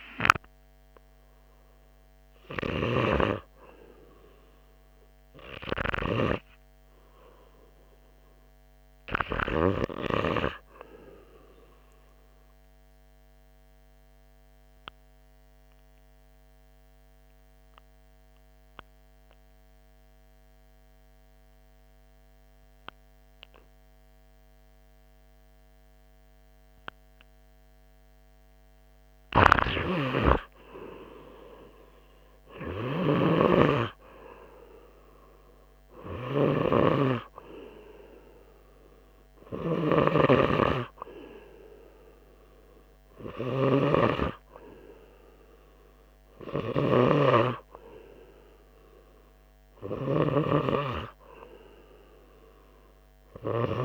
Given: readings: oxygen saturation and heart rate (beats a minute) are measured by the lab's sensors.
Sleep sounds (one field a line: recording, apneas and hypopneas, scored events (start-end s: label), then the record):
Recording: breathing in sleep by a microphone on the trachea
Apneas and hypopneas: 1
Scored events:
12.00-29.00 s: obstructive apnea (oxygen 98% before, 95% lowest, heart rate 82 before, 81 extreme, up 3 after)
30.00-35.00 s: arousal
44.00-53.85 s: snoring (device-marked)
From the record:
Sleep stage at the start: REM sleep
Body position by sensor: on the right side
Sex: male